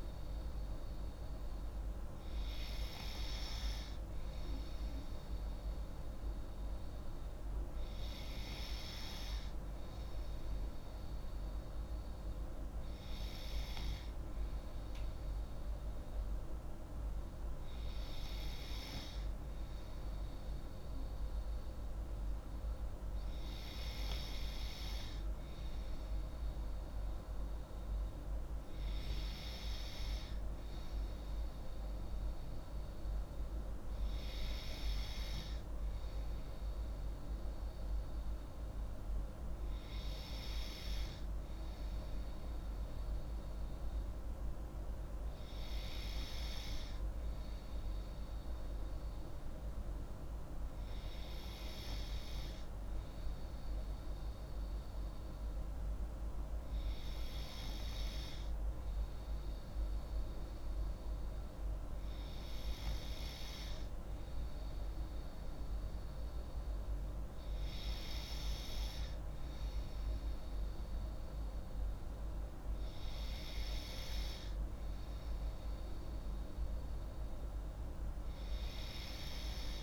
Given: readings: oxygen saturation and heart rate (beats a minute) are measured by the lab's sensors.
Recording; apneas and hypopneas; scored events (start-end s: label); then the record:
breathing in sleep, hard to hear, by a room microphone; none
none scored
From the record:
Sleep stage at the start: N3 (deep sleep); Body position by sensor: on the left side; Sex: female